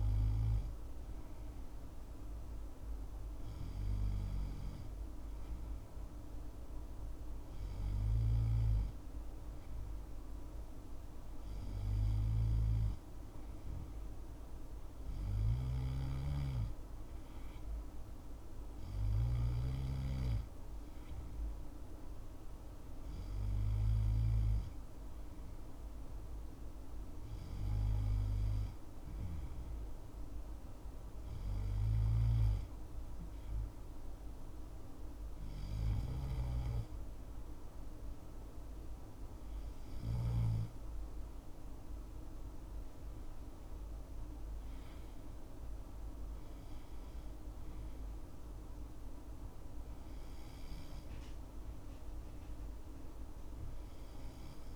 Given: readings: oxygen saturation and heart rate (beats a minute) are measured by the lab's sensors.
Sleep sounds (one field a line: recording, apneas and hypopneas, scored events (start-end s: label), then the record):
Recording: breathing in sleep, hard to hear, by a room microphone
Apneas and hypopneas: none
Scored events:
none scored
From the record:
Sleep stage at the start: N2 (light sleep)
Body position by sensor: on the left side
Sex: male